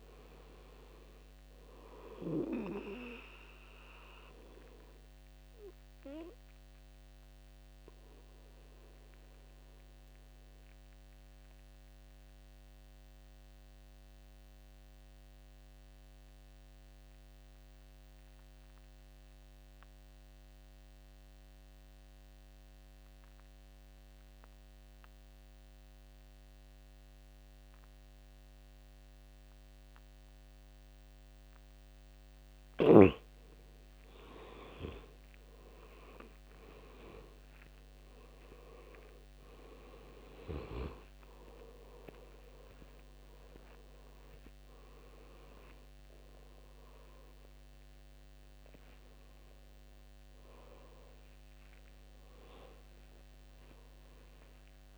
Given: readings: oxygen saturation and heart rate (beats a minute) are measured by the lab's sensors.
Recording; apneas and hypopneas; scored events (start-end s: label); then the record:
breathing in sleep by a microphone on the trachea; 1
0.00-17.00 s: oxygen desaturation (device-marked, oxygen 85% lowest, heart rate 68 extreme)
6.50-31.50 s: obstructive apnea (oxygen 98% before, 83% lowest, heart rate 78 before, 68 extreme, up 15 after)
30.00-54.97 s: oxygen desaturation (device-marked, oxygen 99% before, 83% lowest, heart rate 71 before, 69 extreme)
33.50-38.50 s: arousal
51.00-54.97 s: new sleep stage, awake
From the record:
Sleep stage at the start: N2 (light sleep); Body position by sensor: on the right side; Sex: male